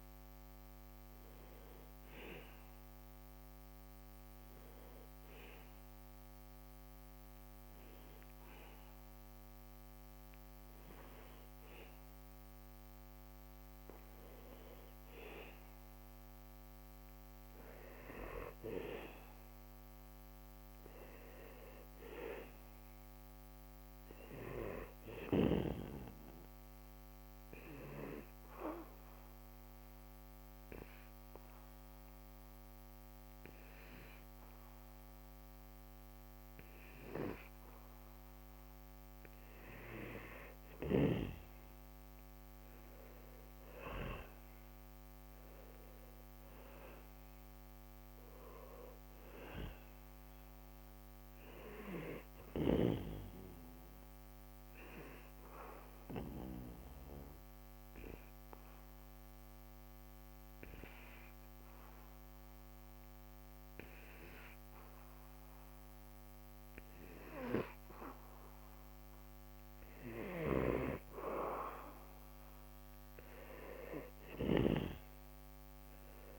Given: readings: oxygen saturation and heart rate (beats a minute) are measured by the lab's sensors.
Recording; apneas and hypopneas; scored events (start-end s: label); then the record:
breathing in sleep by a microphone on the trachea; 3
0.50-15.00 s: obstructive apnea (oxygen 96% before, 91% lowest, heart rate 82 before, 75 extreme, up 1 after)
16.50-30.50 s: oxygen desaturation (device-marked, oxygen 95% before, 92% lowest, heart rate 81 before, 75 extreme)
19.00-23.00 s: arousal
29.00-39.50 s: obstructive apnea (oxygen 95% before, 90% lowest, heart rate 79 before, 76 extreme, up 7 after)
43.00-47.50 s: arousal
46.50-63.50 s: oxygen desaturation (device-marked, oxygen 95% before, 91% lowest, heart rate 78 before, 76 extreme)
55.00-67.50 s: obstructive apnea (oxygen 95% before, 90% lowest, heart rate 79 before, 76 extreme, up 2 after)
69.50-74.00 s: arousal
73.50-76.39 s: oxygen desaturation (device-marked, oxygen 96% before, 90% lowest, heart rate 79 before, 74 extreme)
From the record:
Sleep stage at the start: N2 (light sleep); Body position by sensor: on the back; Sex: male